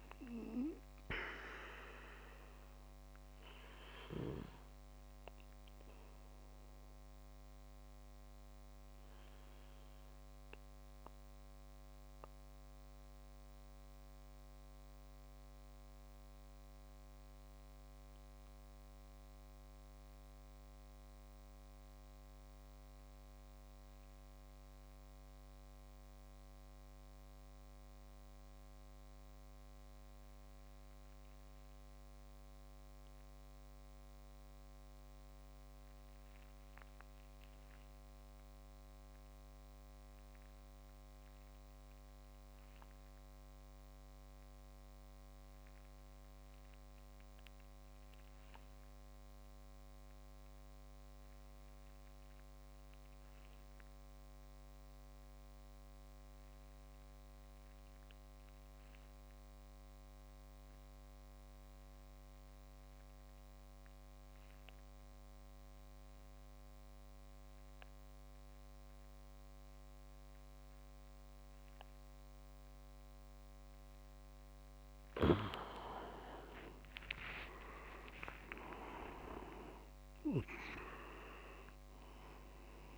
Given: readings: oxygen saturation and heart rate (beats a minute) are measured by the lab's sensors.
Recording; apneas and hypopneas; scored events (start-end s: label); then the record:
breathing in sleep by a microphone on the trachea; 1
0.00-6.50 s: tachycardia (device-marked)
5.00-74.00 s: mixed apnea (oxygen 97% before, 91% lowest)
38.50-53.50 s: oxygen desaturation (device-marked, oxygen 99% before, 95% lowest)
76.00-81.00 s: leg movement (device-marked)
77.50-82.00 s: arousal
From the record:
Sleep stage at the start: N2 (light sleep); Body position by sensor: on the back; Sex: male